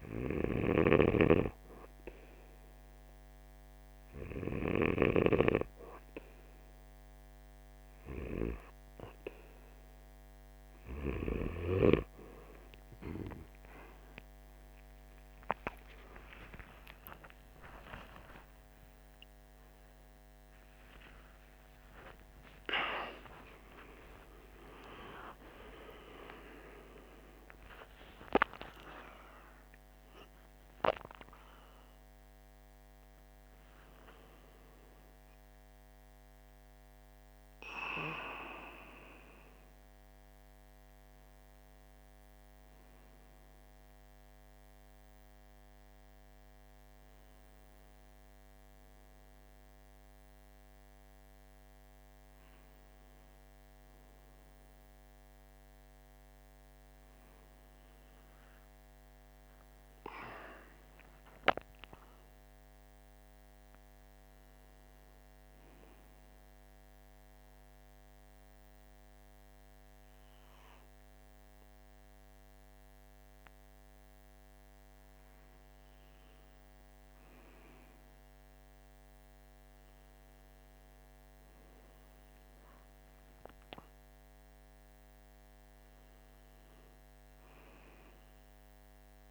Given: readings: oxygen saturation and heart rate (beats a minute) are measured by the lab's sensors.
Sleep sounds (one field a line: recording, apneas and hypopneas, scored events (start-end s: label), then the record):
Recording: a person partly awake in a sleep study, by a microphone on the trachea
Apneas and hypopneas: 1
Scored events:
15.00-45.00 s: new sleep stage, awake
45.00-89.31 s: new sleep stage, N2 (light sleep)
65.00-75.50 s: obstructive apnea (oxygen 98% before, 95% lowest, heart rate 51 before, 45 extreme, up 6 after)
77.00-81.50 s: arousal
From the record:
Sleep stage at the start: N2 (light sleep)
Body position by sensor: on the right side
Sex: male